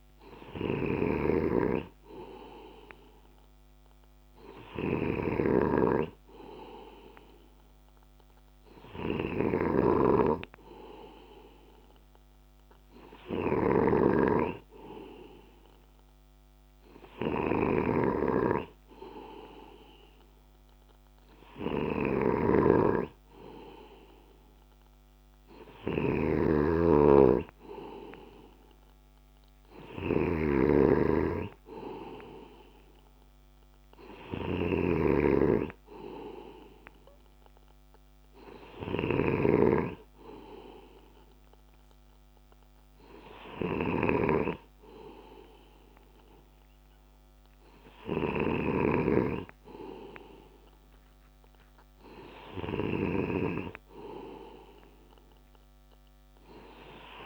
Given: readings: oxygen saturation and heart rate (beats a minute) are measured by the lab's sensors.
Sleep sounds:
breathing in sleep by a microphone on the trachea; none
0.00-5.50 s: snoring (device-marked)
25.50-48.50 s: snoring (device-marked)
From the record:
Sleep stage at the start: N2 (light sleep); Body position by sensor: on the left side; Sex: male

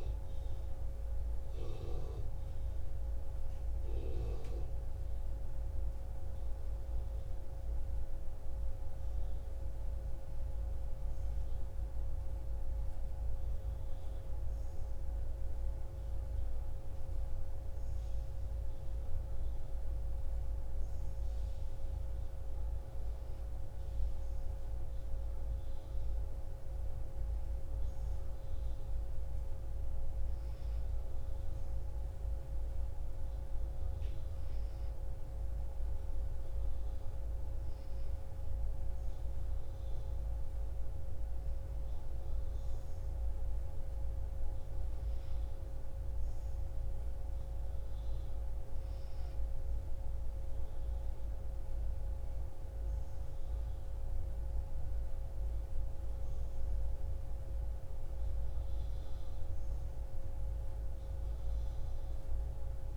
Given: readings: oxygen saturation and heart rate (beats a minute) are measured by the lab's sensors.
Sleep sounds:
a person awake in a sleep study, hard to hear, by a room microphone; none
none scored
From the record:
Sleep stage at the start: awake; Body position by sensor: on the back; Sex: female

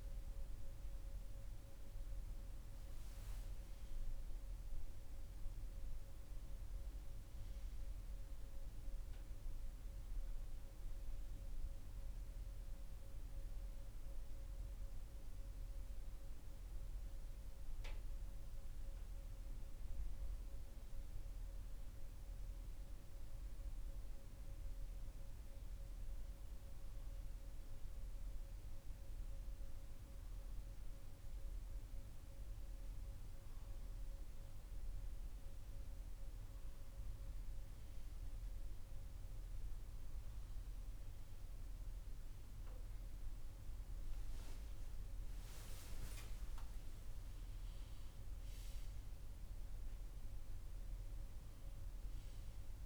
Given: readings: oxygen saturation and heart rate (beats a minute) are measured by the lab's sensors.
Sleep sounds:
breathing in sleep, hard to hear, by a room microphone; none
none scored
From the record:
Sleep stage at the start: N1 (lightest sleep); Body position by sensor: on the left side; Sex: male

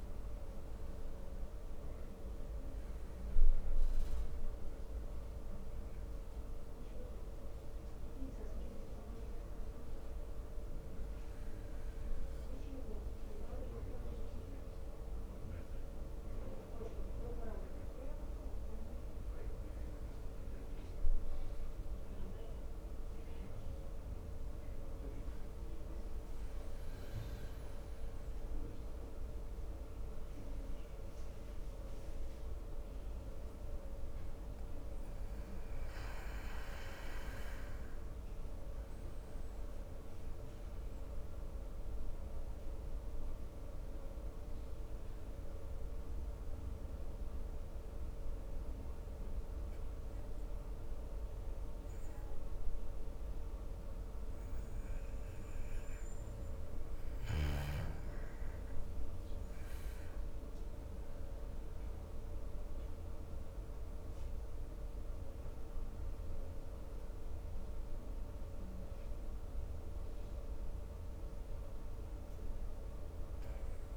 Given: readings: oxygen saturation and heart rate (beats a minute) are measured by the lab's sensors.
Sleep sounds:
breathing in sleep, hard to hear, by a room microphone; 2
6.50-25.50 s: mixed apnea (oxygen 98% before, 93% lowest, heart rate 71 before, 66 extreme, up 3 after)
27.00-31.00 s: arousal
43.00-59.00 s: mixed apnea (oxygen 98% before, 93% lowest, heart rate 69 before, 65 extreme, up 8 after)
61.00-65.00 s: arousal
65.00-73.97 s: oxygen desaturation (device-marked, oxygen 97% before, 93% lowest, heart rate 69 before, 66 extreme)
From the record:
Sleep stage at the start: N2 (light sleep); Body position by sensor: on the back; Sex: male

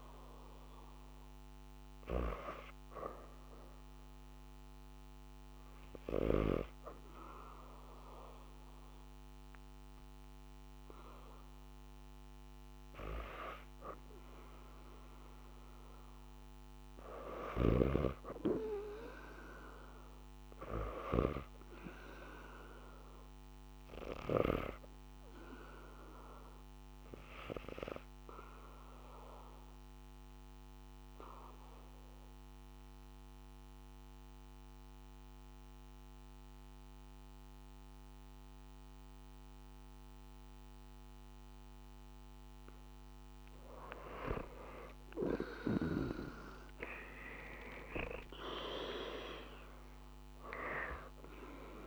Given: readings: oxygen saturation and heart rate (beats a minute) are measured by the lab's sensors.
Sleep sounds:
breathing in sleep by a microphone on the trachea; 1
10.00-14.00 s: arousal
19.00-33.00 s: oxygen desaturation (device-marked, oxygen 99% before, 94% lowest, heart rate 79 before, 73 extreme)
27.00-41.50 s: obstructive apnea (oxygen 100% before, 86% lowest, heart rate 79 before, 73 extreme, up 0 after)
43.50-47.00 s: arousal
From the record:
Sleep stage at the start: N2 (light sleep); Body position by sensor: on the back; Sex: female

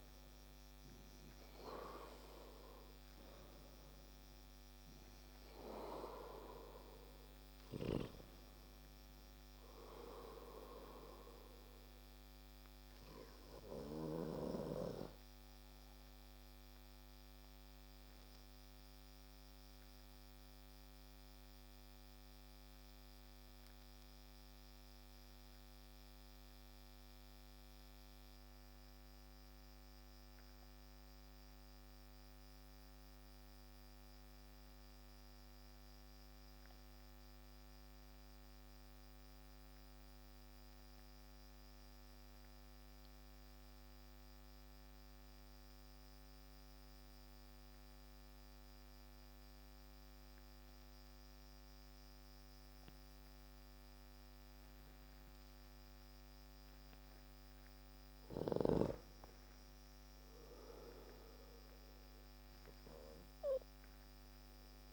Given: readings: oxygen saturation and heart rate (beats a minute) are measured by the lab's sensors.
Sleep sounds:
breathing in sleep by a microphone on the trachea; 1
0.00-14.00 s: oxygen desaturation (device-marked, oxygen 88% lowest)
14.50-56.00 s: obstructive apnea (oxygen 93% before, 86% lowest)
18.00-36.00 s: oxygen desaturation (device-marked, oxygen 90% before, 86% lowest)
57.00-61.00 s: arousal
58.00-64.93 s: oxygen desaturation (device-marked, oxygen 98% before, 94% lowest)
From the record:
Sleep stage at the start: N2 (light sleep); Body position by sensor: on the back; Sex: male

